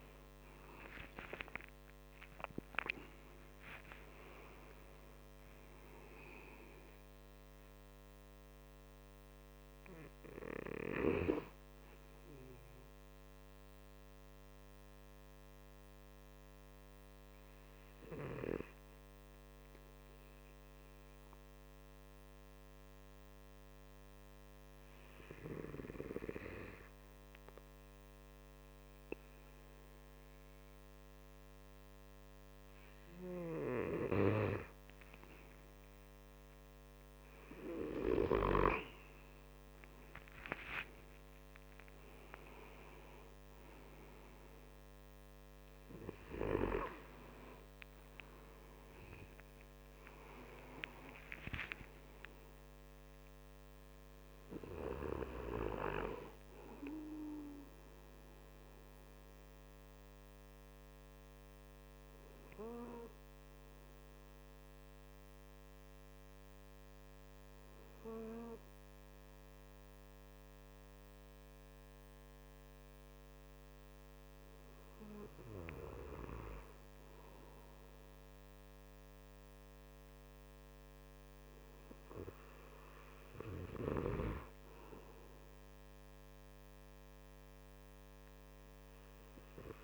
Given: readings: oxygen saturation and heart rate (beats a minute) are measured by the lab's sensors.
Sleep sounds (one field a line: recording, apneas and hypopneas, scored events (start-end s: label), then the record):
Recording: breathing in sleep by a microphone on the trachea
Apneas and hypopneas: 2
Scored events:
0.00-3.00 s: arousal
0.00-21.00 s: oxygen desaturation (device-marked, oxygen 92% lowest, heart rate 141 extreme)
13.00-33.50 s: obstructive apnea (oxygen 97% before, 93% lowest, heart rate 176 before, 123 extreme, up 28 after)
37.00-42.00 s: arousal
60.50-84.50 s: hypopnea (oxygen 96% before, 93% lowest, heart rate 151 before, 96 extreme, up 25 after)
85.00-89.84 s: oxygen desaturation (device-marked, oxygen 97% before, 93% lowest)
From the record:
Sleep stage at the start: N2 (light sleep)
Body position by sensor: on the right side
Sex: male